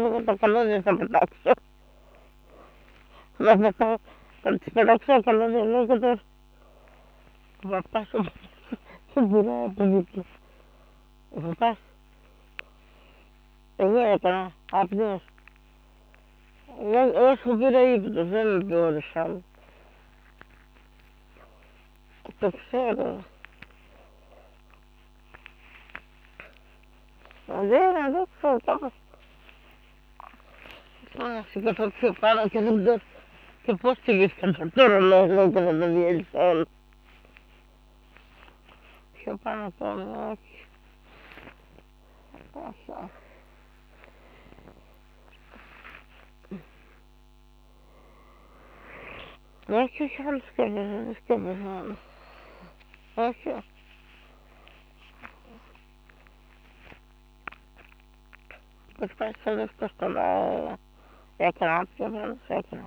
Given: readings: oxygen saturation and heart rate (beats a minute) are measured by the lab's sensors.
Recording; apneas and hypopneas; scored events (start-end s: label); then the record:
a person awake in a sleep study, by a microphone on the trachea; none
7.50-18.50 s: snoring (device-marked)
22.50-37.50 s: tachycardia (device-marked, heart rate 95 before, 127 extreme)
40.50-47.50 s: tachycardia (device-marked, heart rate 95 before, 118 extreme)
52.50-58.50 s: tachycardia (device-marked, heart rate 96 before, 106 extreme)
61.00-62.87 s: snoring (device-marked)
From the record:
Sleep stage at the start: awake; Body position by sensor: on the back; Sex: female